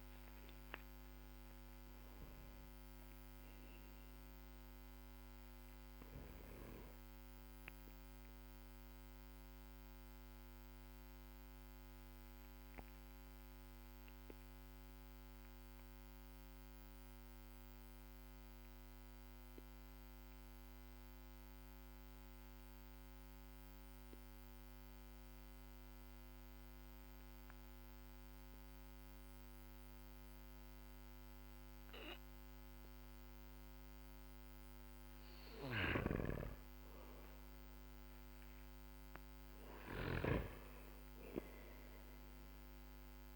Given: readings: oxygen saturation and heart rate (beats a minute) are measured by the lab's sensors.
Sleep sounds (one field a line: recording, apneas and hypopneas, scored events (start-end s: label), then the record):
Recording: breathing in sleep by a microphone on the trachea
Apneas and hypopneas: 1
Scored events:
0.00-25.00 s: oxygen desaturation (device-marked, oxygen 93% lowest, heart rate 46 extreme)
8.50-34.50 s: mixed apnea (oxygen 98% before, 93% lowest, heart rate 55 before, 48 extreme, up 6 after)
35.00-43.36 s: snoring (device-marked)
37.00-40.50 s: arousal
From the record:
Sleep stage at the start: N2 (light sleep)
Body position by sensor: on the back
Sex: male